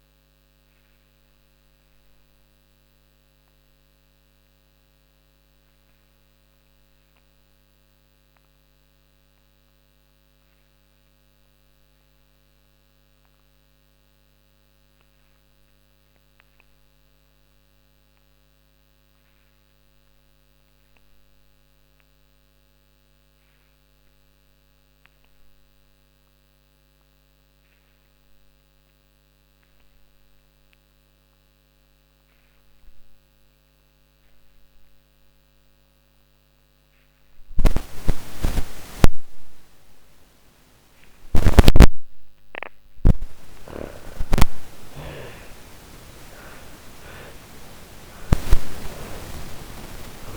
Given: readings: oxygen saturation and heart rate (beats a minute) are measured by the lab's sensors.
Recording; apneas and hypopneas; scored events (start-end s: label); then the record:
breathing in sleep by a microphone on the trachea; 1
0.00-15.00 s: oxygen desaturation (device-marked, oxygen 72% lowest)
0.50-39.50 s: obstructive apnea (oxygen 95% before, 72% lowest)
29.00-50.37 s: oxygen desaturation (device-marked, oxygen 99% before, 72% lowest)
42.50-46.00 s: arousal
From the record:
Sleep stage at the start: N2 (light sleep); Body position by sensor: on the back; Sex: female